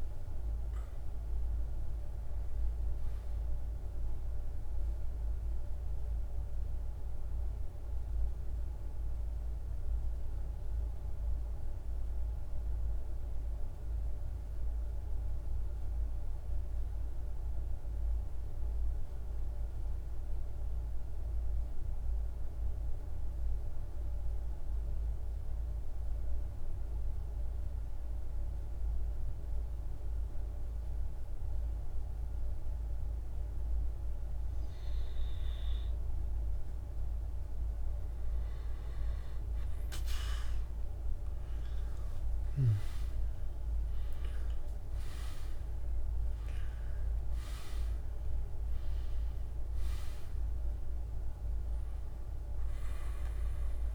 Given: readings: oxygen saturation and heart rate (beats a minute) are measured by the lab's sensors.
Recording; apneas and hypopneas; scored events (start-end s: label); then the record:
breathing in sleep, hard to hear, by a room microphone; 1
0.00-13.00 s: oxygen desaturation (device-marked, oxygen 89% lowest, heart rate 50 extreme)
3.50-34.00 s: central apnea (oxygen 98% before, 88% lowest, heart rate 56 before, 52 extreme, up 2 after)
30.00-53.95 s: oxygen desaturation (device-marked, oxygen 100% before, 88% lowest, heart rate 54 before, 49 extreme)
40.00-45.00 s: arousal
From the record:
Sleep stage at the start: N2 (light sleep); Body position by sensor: on the back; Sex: male